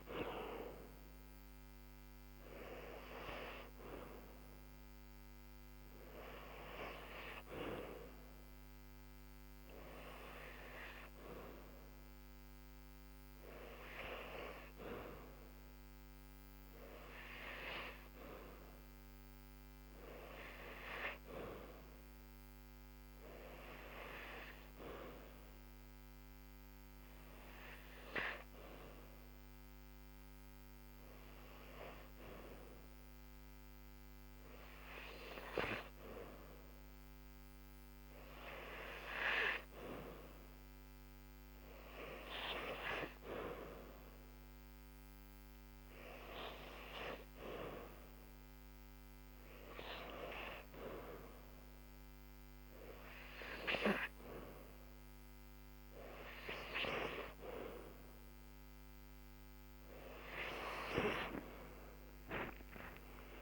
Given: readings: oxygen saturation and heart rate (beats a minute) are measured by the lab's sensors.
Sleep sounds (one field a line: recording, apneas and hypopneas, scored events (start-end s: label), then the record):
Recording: breathing in sleep by a microphone on the trachea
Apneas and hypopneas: 1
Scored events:
24.50-39.00 s: hypopnea (oxygen 97% before, 94% lowest, heart rate 73 before, 69 extreme, up 4 after)
39.50-42.50 s: arousal
50.50-59.50 s: oxygen desaturation (device-marked, oxygen 97% before, 94% lowest, heart rate 71 before, 73 extreme)
61.50-63.42 s: arousal
From the record:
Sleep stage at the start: N2 (light sleep)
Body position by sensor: on the back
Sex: female